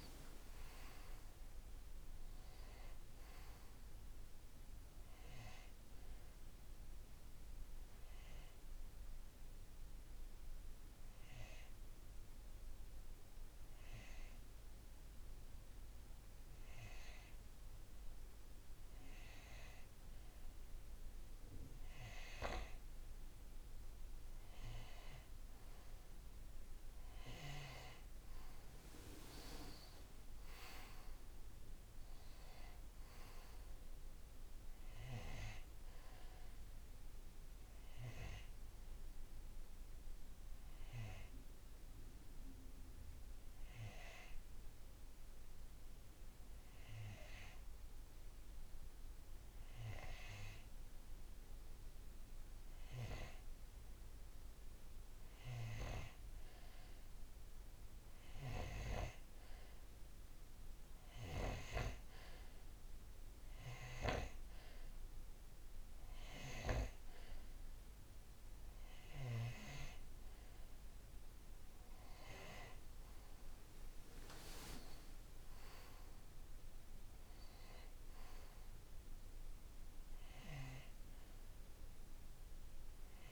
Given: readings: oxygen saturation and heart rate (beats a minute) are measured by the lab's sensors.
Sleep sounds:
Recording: breathing in sleep by a room microphone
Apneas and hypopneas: 2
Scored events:
0.00-17.00 s: oxygen desaturation (device-marked, oxygen 91% lowest, heart rate 53 extreme)
7.50-22.50 s: hypopnea (oxygen 97% before, 90% lowest, heart rate 60 before, 53 extreme, up 11 after)
25.00-29.00 s: arousal
28.00-45.00 s: oxygen desaturation (device-marked, oxygen 96% before, 90% lowest, heart rate 57 before, 53 extreme)
40.00-59.50 s: hypopnea (oxygen 96% before, 89% lowest, heart rate 61 before, 53 extreme, up 8 after)
58.00-80.00 s: oxygen desaturation (device-marked, oxygen 96% before, 91% lowest, heart rate 57 before, 52 extreme)
64.50-68.00 s: arousal
From the record:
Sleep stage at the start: N2 (light sleep)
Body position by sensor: on the right side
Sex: male

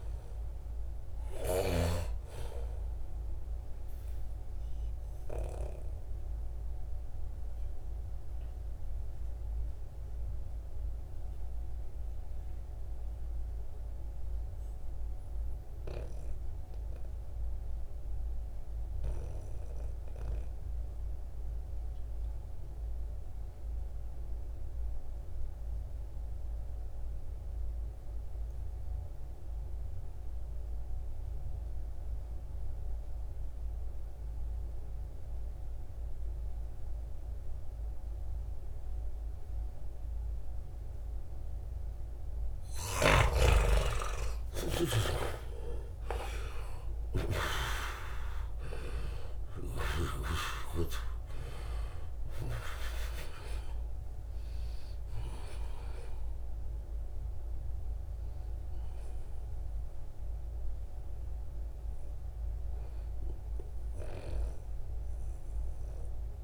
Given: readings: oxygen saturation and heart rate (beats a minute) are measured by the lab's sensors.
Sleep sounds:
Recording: breathing in sleep by a room microphone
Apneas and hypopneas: 1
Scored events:
0.00-15.00 s: oxygen desaturation (device-marked, oxygen 88% lowest, heart rate 60 extreme)
3.00-40.50 s: mixed apnea (oxygen 98% before, 85% lowest, heart rate 72 before, 59 extreme, up 10 after)
31.00-66.44 s: oxygen desaturation (device-marked, oxygen 96% before, 85% lowest, heart rate 70 before, 59 extreme)
42.00-47.00 s: snoring (device-marked)
43.00-49.00 s: arousal
From the record:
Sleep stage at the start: N2 (light sleep)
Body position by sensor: on the back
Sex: male

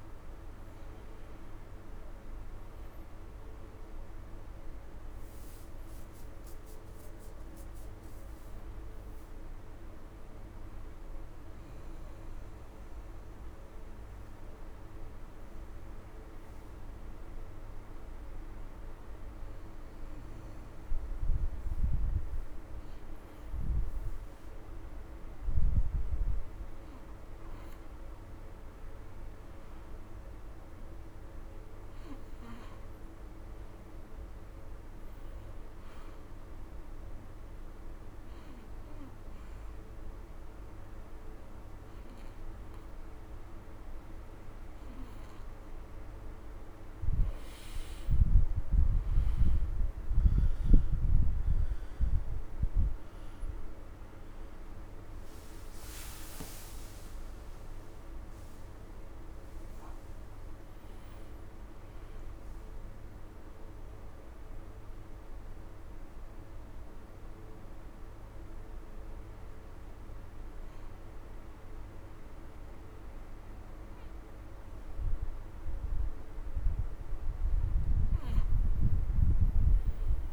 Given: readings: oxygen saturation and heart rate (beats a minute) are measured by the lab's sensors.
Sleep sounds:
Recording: breathing in sleep, hard to hear, by a room microphone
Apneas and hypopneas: 3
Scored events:
0.00-6.00 s: oxygen desaturation (device-marked, oxygen 85% lowest, heart rate 86 extreme)
10.50-20.50 s: hypopnea (oxygen 100% before, 91% lowest, heart rate 127 before, 98 extreme, up 40 after)
22.50-26.00 s: arousal
36.00-46.00 s: obstructive apnea (oxygen 100% before, 89% lowest, heart rate 118 before, 69 extreme, up 26 after)
48.50-53.00 s: arousal
64.50-76.00 s: obstructive apnea (oxygen 93% before, 87% lowest, heart rate 98 before, 63 extreme, up 15 after)
78.50-80.33 s: arousal
From the record:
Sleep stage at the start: N2 (light sleep)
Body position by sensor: on the right side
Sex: male

